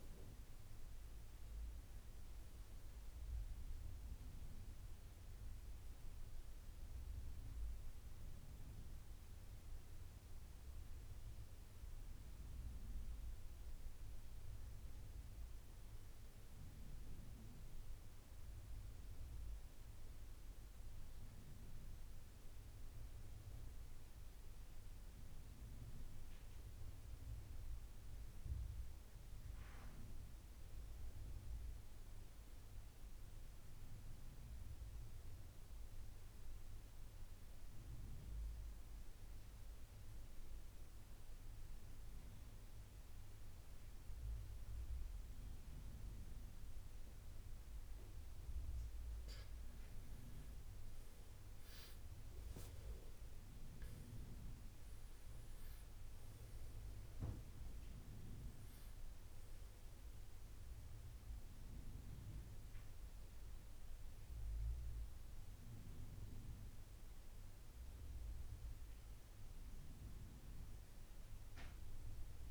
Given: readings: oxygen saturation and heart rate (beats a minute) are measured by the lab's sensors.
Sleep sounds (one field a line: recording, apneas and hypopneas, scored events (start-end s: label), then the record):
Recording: breathing in sleep, hard to hear, by a room microphone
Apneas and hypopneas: 2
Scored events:
3.00-14.50 s: central apnea (oxygen 97% before, 92% lowest, heart rate 86 before, 72 extreme, up 9 after)
16.00-19.50 s: arousal
35.00-48.50 s: obstructive apnea (oxygen 99% before, 92% lowest, heart rate 76 before, 79 extreme, up 11 after)
51.00-54.50 s: arousal
53.50-72.50 s: oxygen desaturation (device-marked, oxygen 96% before, 92% lowest, heart rate 80 before, 76 extreme)
From the record:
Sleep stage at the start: N2 (light sleep)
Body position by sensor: on the right side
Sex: male